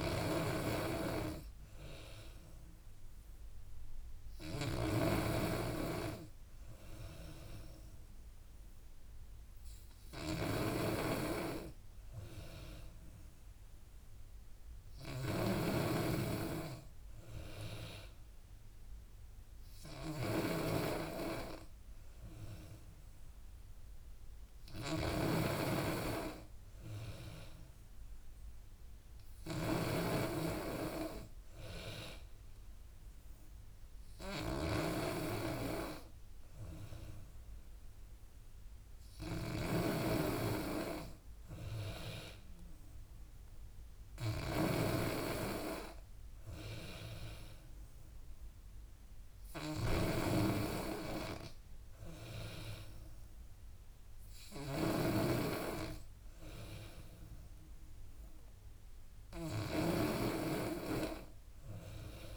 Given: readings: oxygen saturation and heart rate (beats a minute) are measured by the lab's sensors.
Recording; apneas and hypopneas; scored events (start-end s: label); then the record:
breathing in sleep by a room microphone; none
0.00-62.37 s: snoring (device-marked)
From the record:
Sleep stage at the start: N2 (light sleep); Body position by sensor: on the back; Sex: female